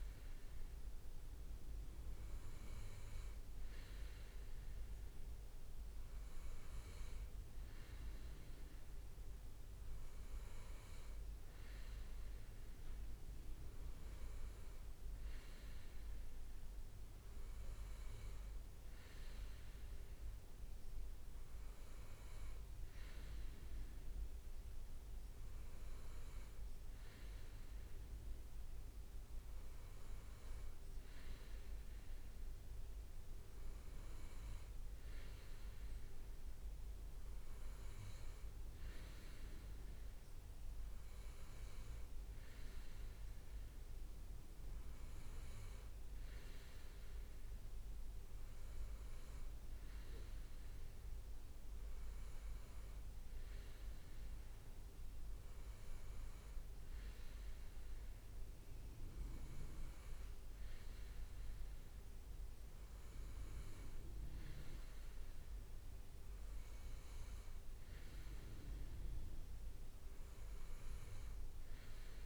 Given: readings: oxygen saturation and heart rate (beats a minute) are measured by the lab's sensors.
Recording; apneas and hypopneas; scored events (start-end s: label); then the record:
breathing in sleep, hard to hear, by a room microphone; none
none scored
From the record:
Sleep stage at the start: N2 (light sleep); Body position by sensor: on the right side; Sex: male